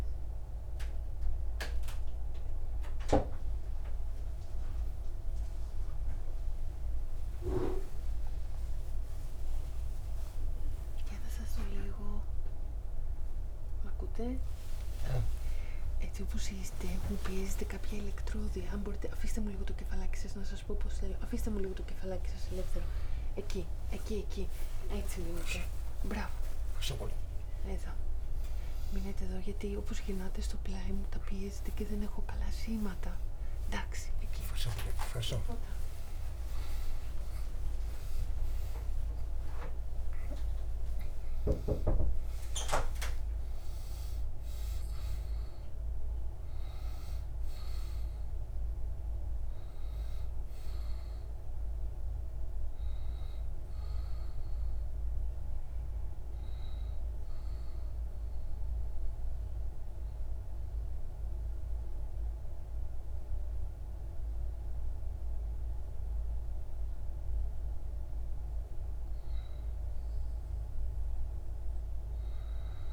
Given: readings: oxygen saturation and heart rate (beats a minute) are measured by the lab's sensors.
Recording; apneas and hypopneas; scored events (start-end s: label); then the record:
a person partly awake in a sleep study, by a room microphone; 1
30.00-72.92 s: new sleep stage, N1 (lightest sleep)
57.00-68.00 s: central apnea (oxygen 97% before, 93% lowest)
70.50-72.92 s: arousal
From the record:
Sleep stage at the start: awake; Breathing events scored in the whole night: 339 in 6.8 hours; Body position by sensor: on the back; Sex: male